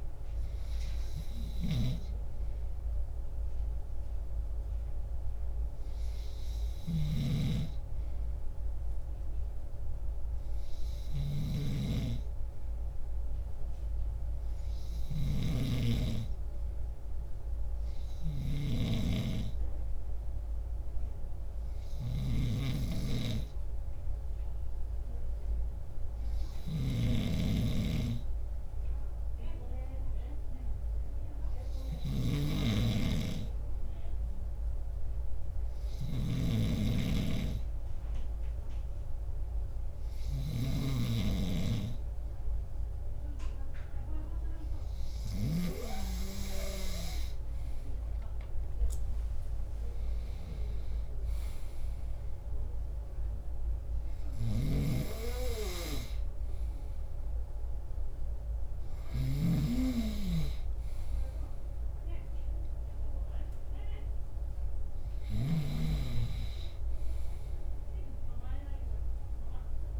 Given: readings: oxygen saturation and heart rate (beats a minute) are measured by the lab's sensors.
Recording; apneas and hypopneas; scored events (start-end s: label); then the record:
breathing in sleep by a room microphone; 1
7.00-45.50 s: snoring (device-marked)
13.50-43.00 s: hypopnea (oxygen 99% before, 95% lowest)
48.50-52.00 s: arousal
54.50-69.99 s: snoring (device-marked)
From the record:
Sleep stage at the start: N2 (light sleep); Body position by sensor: on the left side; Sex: male